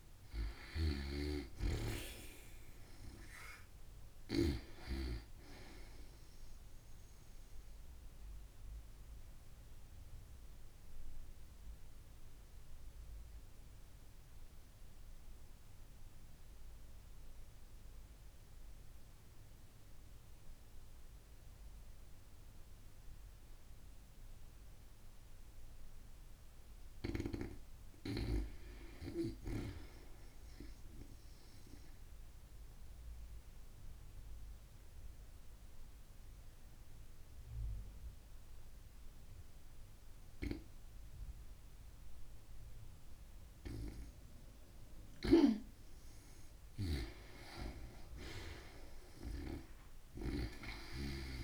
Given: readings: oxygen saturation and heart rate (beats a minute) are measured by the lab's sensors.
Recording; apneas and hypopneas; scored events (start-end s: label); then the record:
breathing in sleep by a room microphone; 2
0.00-6.00 s: oxygen desaturation (device-marked, oxygen 91% lowest)
6.50-25.00 s: obstructive apnea (oxygen 96% before, 89% lowest)
26.50-29.00 s: arousal
30.00-47.00 s: oxygen desaturation (device-marked, oxygen 95% before, 89% lowest)
32.00-44.00 s: obstructive apnea (oxygen 95% before, 89% lowest)
46.00-51.44 s: snoring (device-marked)
48.00-51.44 s: arousal
From the record:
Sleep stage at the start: N2 (light sleep); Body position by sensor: on the back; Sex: female